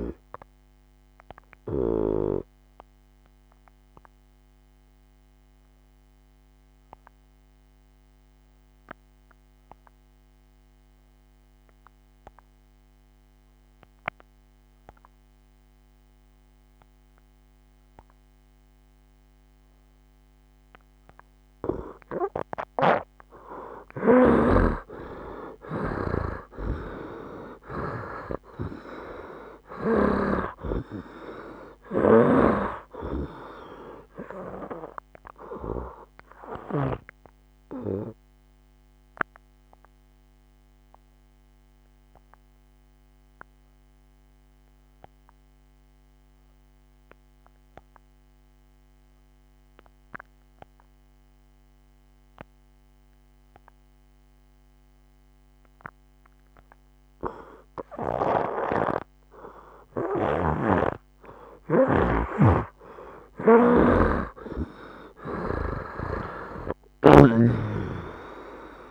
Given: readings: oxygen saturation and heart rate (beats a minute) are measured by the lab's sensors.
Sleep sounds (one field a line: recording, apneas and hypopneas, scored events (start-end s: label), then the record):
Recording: breathing in sleep by a microphone on the trachea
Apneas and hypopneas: 2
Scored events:
0.00-14.50 s: oxygen desaturation (device-marked, oxygen 86% lowest, heart rate 63 extreme)
2.00-21.50 s: obstructive apnea (oxygen 99% before, 86% lowest, heart rate 73 before, 63 extreme, up 9 after)
26.00-30.50 s: arousal
28.50-52.50 s: oxygen desaturation (device-marked, oxygen 97% before, 88% lowest, heart rate 65 before, 64 extreme)
37.00-59.00 s: obstructive apnea (oxygen 98% before, 83% lowest, heart rate 70 before, 64 extreme, up 12 after)
57.50-68.91 s: oxygen desaturation (device-marked, oxygen 98% before, 86% lowest, heart rate 70 before, 62 extreme)
60.00-67.00 s: snoring (device-marked)
61.50-65.50 s: arousal
From the record:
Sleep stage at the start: N2 (light sleep)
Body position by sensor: on the right side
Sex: male